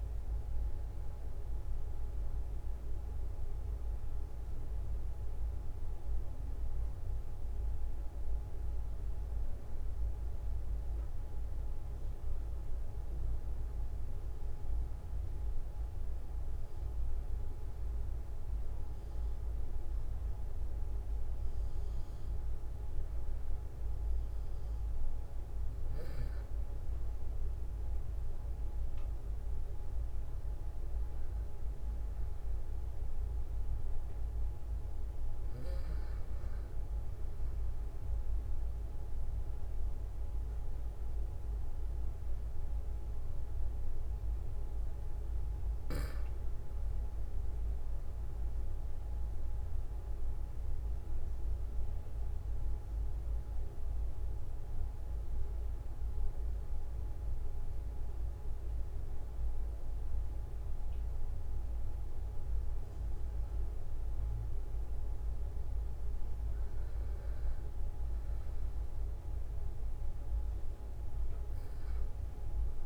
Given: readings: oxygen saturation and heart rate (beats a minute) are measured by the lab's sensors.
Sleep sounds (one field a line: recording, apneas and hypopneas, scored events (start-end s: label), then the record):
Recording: breathing in sleep, hard to hear, by a room microphone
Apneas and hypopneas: 1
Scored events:
19.50-72.86 s: new sleep stage, N2 (light sleep)
37.50-48.00 s: central apnea (oxygen 95% before, 93% lowest, heart rate 46 before, 45 extreme, up 1 after)
49.50-54.00 s: arousal
From the record:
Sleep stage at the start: N1 (lightest sleep)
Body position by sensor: on the back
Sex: male